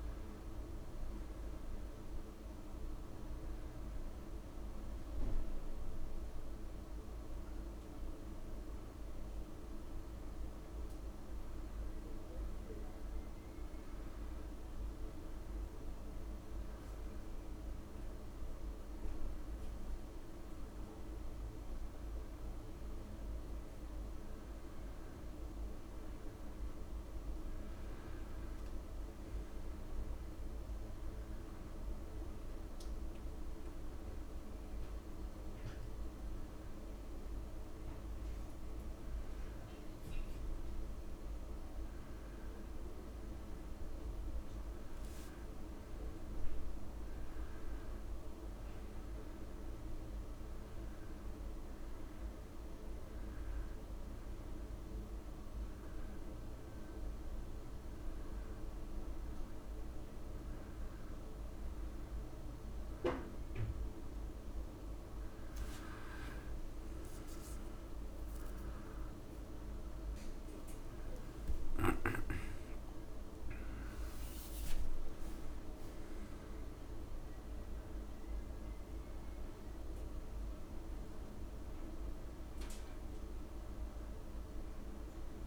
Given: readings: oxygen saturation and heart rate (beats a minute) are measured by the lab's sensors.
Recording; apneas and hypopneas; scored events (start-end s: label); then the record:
breathing in sleep, hard to hear, by a room microphone; none
22.50-26.00 s: arousal
66.00-68.00 s: long interval between heartbeats (device-marked, heart rate 84 before, 92 extreme)
From the record:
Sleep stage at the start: N2 (light sleep); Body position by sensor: on the back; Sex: male